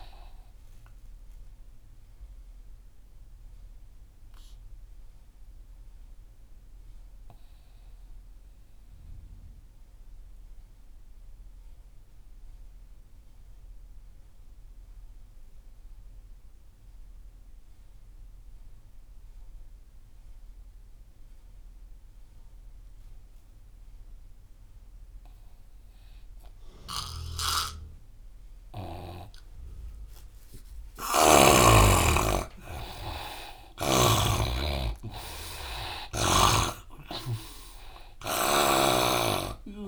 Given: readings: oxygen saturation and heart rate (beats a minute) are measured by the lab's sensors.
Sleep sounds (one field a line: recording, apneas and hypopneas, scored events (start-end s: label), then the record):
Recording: breathing in sleep by a room microphone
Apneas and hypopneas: 1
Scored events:
0.00-14.50 s: oxygen desaturation (device-marked, oxygen 84% lowest)
2.00-29.00 s: obstructive apnea (oxygen 99% before, 82% lowest)
31.00-34.50 s: arousal
31.50-39.88 s: oxygen desaturation (device-marked, oxygen 97% before, 82% lowest)
From the record:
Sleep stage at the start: N2 (light sleep)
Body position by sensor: on the right side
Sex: male